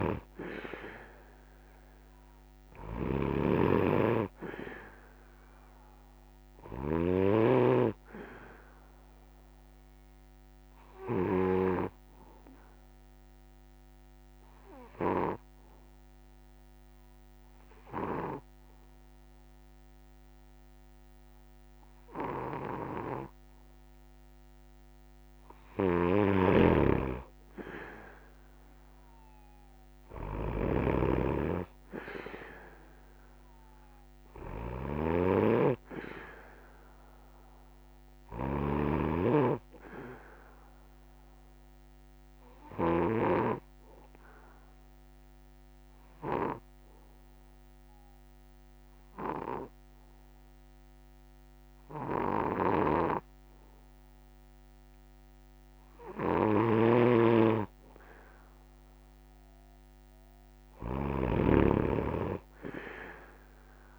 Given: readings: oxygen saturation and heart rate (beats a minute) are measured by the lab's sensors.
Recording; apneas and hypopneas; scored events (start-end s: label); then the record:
breathing in sleep by a microphone on the trachea; 2
0.00-15.00 s: snoring (device-marked)
0.00-27.00 s: oxygen desaturation (device-marked, oxygen 97% before, 91% lowest, heart rate 164 before, 153 extreme)
8.50-23.50 s: hypopnea (oxygen 97% before, 91% lowest, heart rate 172 before, 153 extreme, up 26 after)
25.50-43.00 s: snoring (device-marked)
39.00-57.00 s: oxygen desaturation (device-marked, oxygen 97% before, 92% lowest, heart rate 181 before, 157 extreme)
41.00-55.00 s: obstructive apnea (oxygen 97% before, 92% lowest, heart rate 179 before, 157 extreme, up 40 after)
52.00-63.99 s: snoring (device-marked)
From the record:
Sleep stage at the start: N3 (deep sleep); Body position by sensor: on the back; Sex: male